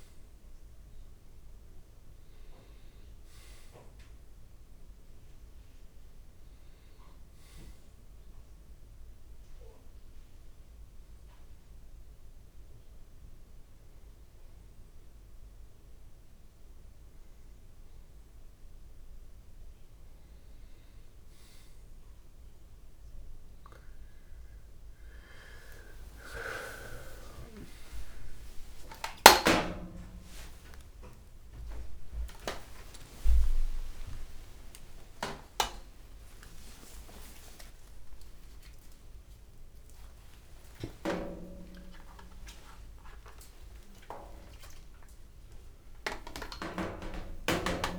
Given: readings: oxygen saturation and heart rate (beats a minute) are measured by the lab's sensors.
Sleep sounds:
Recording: a person partly awake in a sleep study, by a room microphone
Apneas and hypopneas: 1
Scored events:
10.50-22.00 s: obstructive apnea (oxygen 90% before, 91% lowest, heart rate 45 before, 48 extreme)
24.50-47.99 s: new sleep stage, awake
From the record:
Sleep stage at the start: N2 (light sleep)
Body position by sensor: on the back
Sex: male

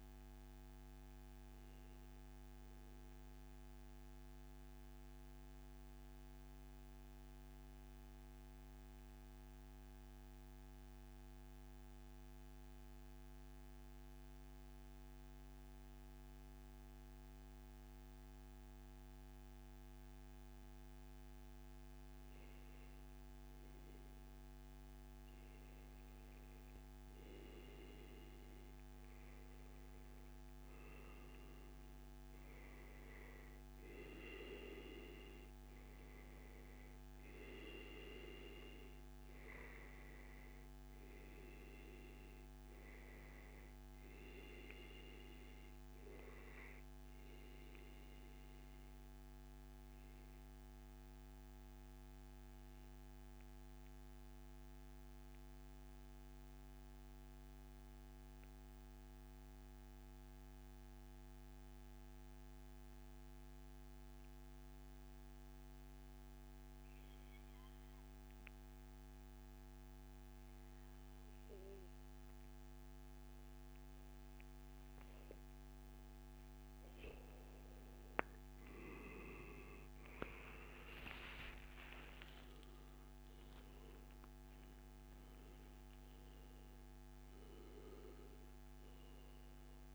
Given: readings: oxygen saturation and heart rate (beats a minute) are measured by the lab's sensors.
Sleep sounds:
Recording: breathing in sleep by a microphone on the trachea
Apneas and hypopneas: 2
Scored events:
0.00-1.50 s: oxygen desaturation (device-marked, oxygen 94% lowest, heart rate 142 extreme)
3.00-20.50 s: central apnea (oxygen 98% before, 94% lowest, heart rate 141 before, 140 extreme, up 0 after)
23.00-27.00 s: arousal
46.00-73.50 s: mixed apnea (oxygen 97% before, 91% lowest, heart rate 141 before, 140 extreme, up 0 after)
76.00-80.50 s: arousal
88.50-89.95 s: oxygen desaturation (device-marked, oxygen 95% before, 91% lowest, heart rate 141 before, 93 extreme)
From the record:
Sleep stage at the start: REM sleep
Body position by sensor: on the back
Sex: male

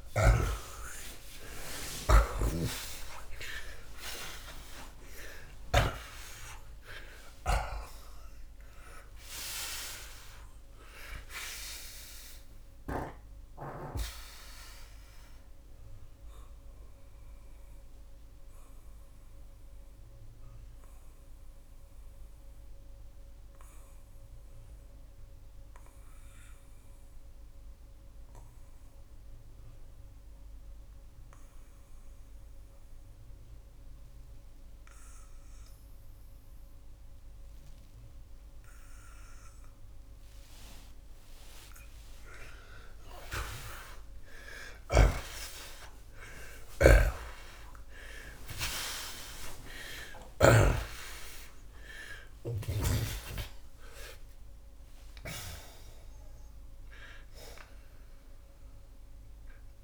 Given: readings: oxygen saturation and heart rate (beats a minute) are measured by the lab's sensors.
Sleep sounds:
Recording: breathing in sleep by a room microphone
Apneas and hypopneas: 1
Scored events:
0.00-2.00 s: arousal
7.00-43.00 s: oxygen desaturation (device-marked, oxygen 93% before, 73% lowest)
14.50-43.00 s: mixed apnea (oxygen 94% before, 73% lowest)
44.50-50.00 s: arousal
44.50-50.50 s: snoring (device-marked)
57.00-59.84 s: oxygen desaturation (device-marked, oxygen 93% before, 75% lowest)
From the record:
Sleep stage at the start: N2 (light sleep)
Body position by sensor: on the back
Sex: male

